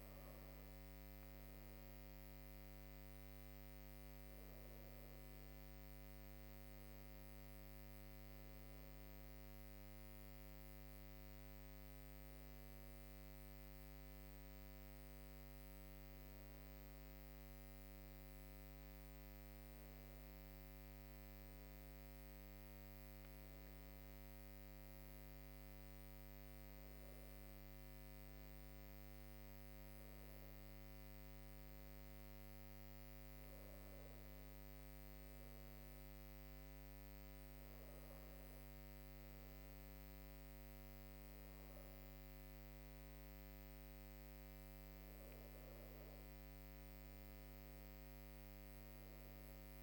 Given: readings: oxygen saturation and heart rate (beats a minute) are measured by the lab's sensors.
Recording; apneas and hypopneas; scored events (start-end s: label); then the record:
breathing in sleep, hard to hear, by a microphone on the trachea; none
none scored
From the record:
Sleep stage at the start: N2 (light sleep); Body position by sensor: on the back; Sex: female